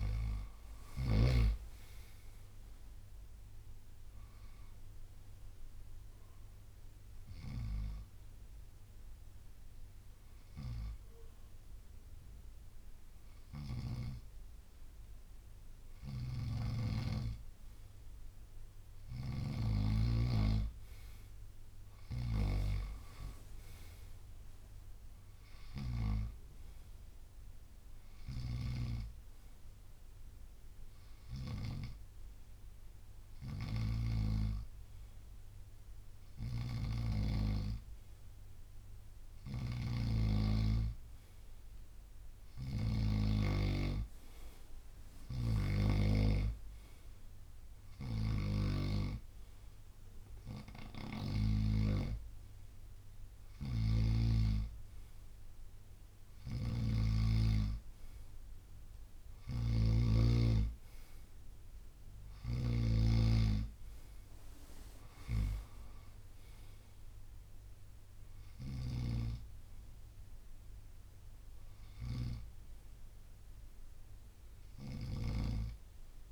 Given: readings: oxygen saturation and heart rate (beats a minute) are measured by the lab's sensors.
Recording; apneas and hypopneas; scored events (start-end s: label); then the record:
breathing in sleep by a room microphone; 1
1.50-12.50 s: drop in pulse transit time (device-marked, heart rate 66 before, 61 extreme)
6.00-16.00 s: hypopnea (oxygen 94% before, 93% lowest, heart rate 66 before, 59 extreme, up 7 after)
18.50-21.50 s: arousal
29.50-31.50 s: bradycardia (device-marked, heart rate 66 before, 63 extreme)
53.50-60.00 s: snoring (device-marked)
64.50-76.32 s: drop in pulse transit time (device-marked, heart rate 65 before, 66 extreme)
From the record:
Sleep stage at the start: N2 (light sleep); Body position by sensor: on the right side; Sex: male